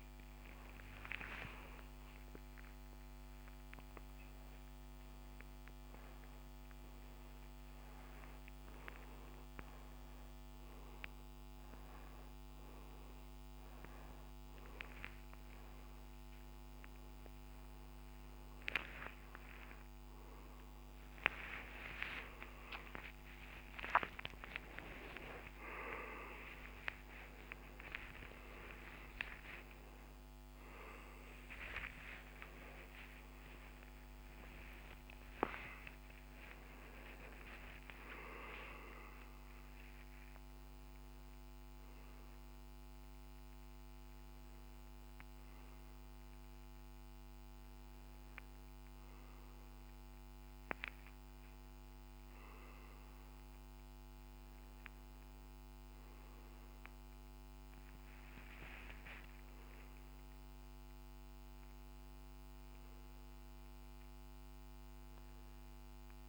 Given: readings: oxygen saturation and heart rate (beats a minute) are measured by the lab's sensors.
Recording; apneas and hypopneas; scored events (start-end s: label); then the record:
a person awake in a sleep study, by a microphone on the trachea; none
none scored
From the record:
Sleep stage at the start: awake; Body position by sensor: on the back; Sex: male